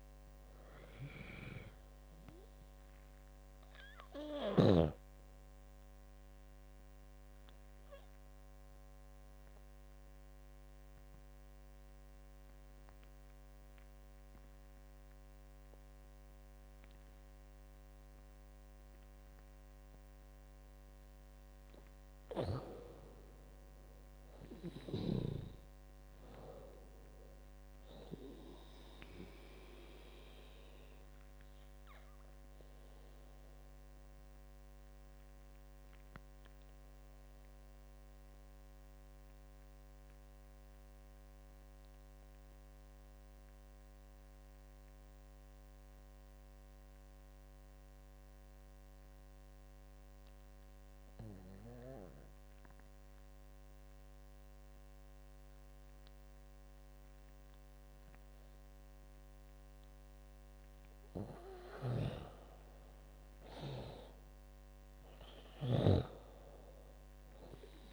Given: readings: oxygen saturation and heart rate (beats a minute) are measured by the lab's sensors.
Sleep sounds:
breathing in sleep by a microphone on the trachea; 2
0.00-10.00 s: drop in pulse transit time (device-marked, heart rate 78 extreme)
0.00-21.00 s: oxygen desaturation (device-marked, oxygen 85% lowest, heart rate 69 extreme)
7.00-20.50 s: obstructive apnea (oxygen 99% before, 85% lowest, heart rate 83 before, 69 extreme, up 13 after)
22.50-25.00 s: arousal
24.00-33.00 s: drop in pulse transit time (device-marked, heart rate 80 before, 75 extreme)
29.00-44.00 s: oxygen desaturation (device-marked, oxygen 98% before, 93% lowest, heart rate 80 before, 70 extreme)
30.00-59.50 s: obstructive apnea (oxygen 98% before, 85% lowest, heart rate 80 before, 70 extreme, up 17 after)
43.00-52.00 s: drop in pulse transit time (device-marked, heart rate 76 before, 70 extreme)
61.50-65.00 s: arousal
61.50-66.00 s: snoring (device-marked)
63.00-67.93 s: oxygen desaturation (device-marked, oxygen 98% before, 85% lowest, heart rate 75 before, 78 extreme)
64.00-67.93 s: drop in pulse transit time (device-marked, heart rate 76 before, 80 extreme)
From the record:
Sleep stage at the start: N2 (light sleep); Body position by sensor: on the back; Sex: female

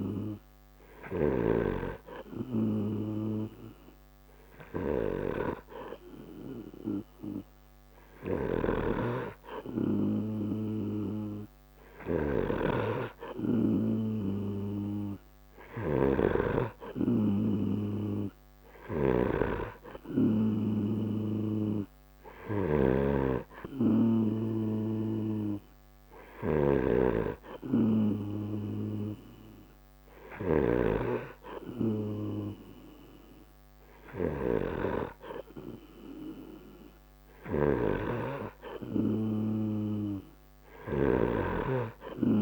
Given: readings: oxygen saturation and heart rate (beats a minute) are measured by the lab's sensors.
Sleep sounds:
breathing in sleep by a microphone on the trachea; none
0.00-1.50 s: snoring (device-marked)
8.50-42.42 s: snoring (device-marked)
From the record:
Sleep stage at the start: N3 (deep sleep); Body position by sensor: on the right side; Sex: male

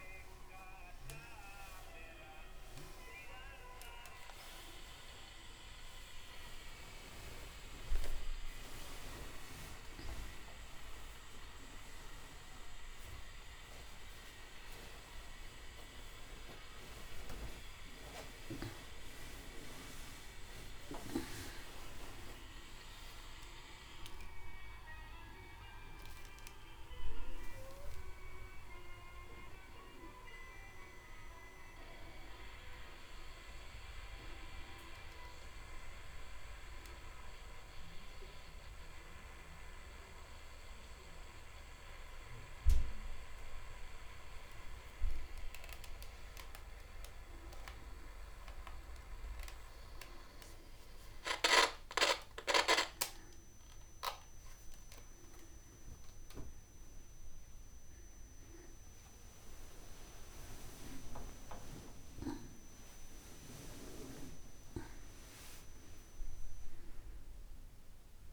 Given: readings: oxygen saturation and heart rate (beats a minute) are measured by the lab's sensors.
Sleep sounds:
a person awake in a sleep study, by a room microphone; none
45.50-53.50 s: oxygen desaturation (device-marked, oxygen 95% before, 91% lowest)
From the record:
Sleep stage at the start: awake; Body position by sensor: on the back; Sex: female

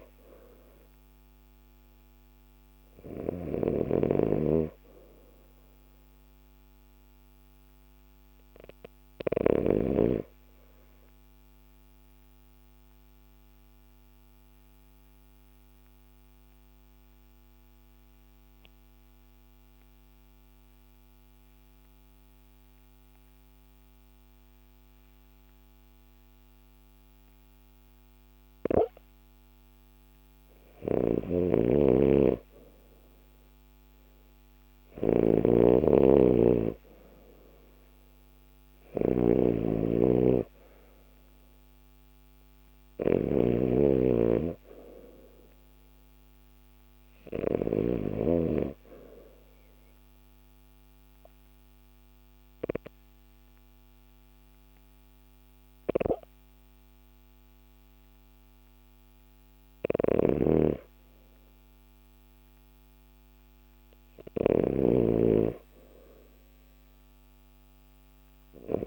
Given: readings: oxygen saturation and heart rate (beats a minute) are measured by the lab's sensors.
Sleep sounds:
breathing in sleep by a microphone on the trachea; 2
0.00-9.00 s: snoring (device-marked)
0.00-9.50 s: oxygen desaturation (device-marked, oxygen 92% lowest, heart rate 49 extreme)
3.00-6.50 s: arousal
10.50-27.50 s: obstructive apnea (oxygen 96% before, 91% lowest, heart rate 53 before, 49 extreme, up 5 after)
29.50-33.50 s: arousal
30.50-48.00 s: snoring (device-marked)
49.50-59.50 s: obstructive apnea (oxygen 97% before, 91% lowest, heart rate 54 before, 51 extreme, up 2 after)
54.50-68.87 s: oxygen desaturation (device-marked, oxygen 96% before, 91% lowest, heart rate 54 before, 51 extreme)
59.50-68.87 s: snoring (device-marked)
61.00-64.50 s: arousal
From the record:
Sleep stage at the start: REM sleep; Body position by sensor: on the left side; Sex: male

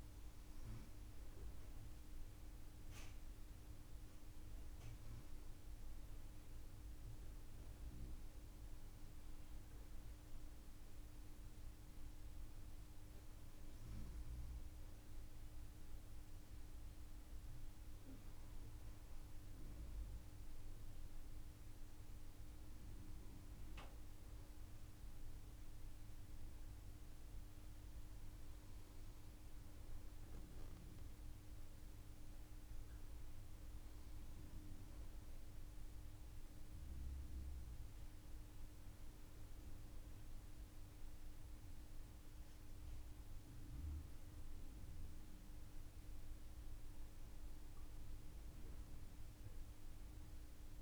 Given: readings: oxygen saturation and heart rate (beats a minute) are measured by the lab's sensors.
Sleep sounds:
breathing in sleep, hard to hear, by a room microphone; none
none scored
From the record:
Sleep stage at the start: N2 (light sleep); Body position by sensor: upright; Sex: female

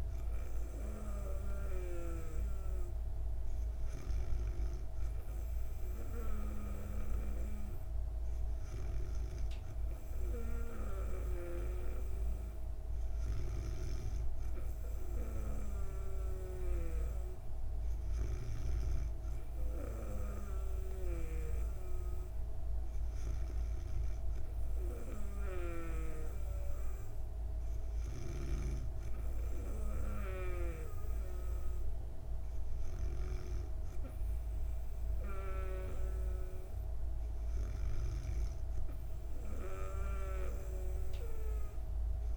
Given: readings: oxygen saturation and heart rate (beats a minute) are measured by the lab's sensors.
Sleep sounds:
breathing in sleep by a room microphone; none
none scored
From the record:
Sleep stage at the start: N2 (light sleep); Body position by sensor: on the back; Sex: female

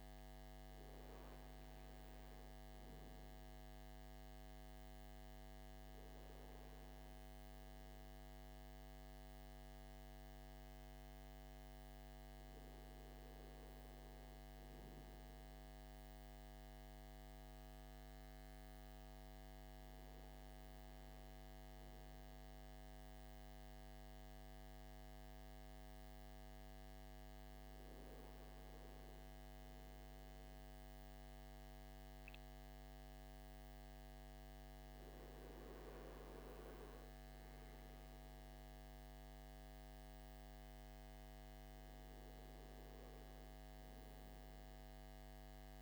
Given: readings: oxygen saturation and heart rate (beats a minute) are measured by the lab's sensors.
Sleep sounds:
breathing in sleep, hard to hear, by a microphone on the trachea; none
none scored
From the record:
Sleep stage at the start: N2 (light sleep); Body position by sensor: on the front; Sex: male

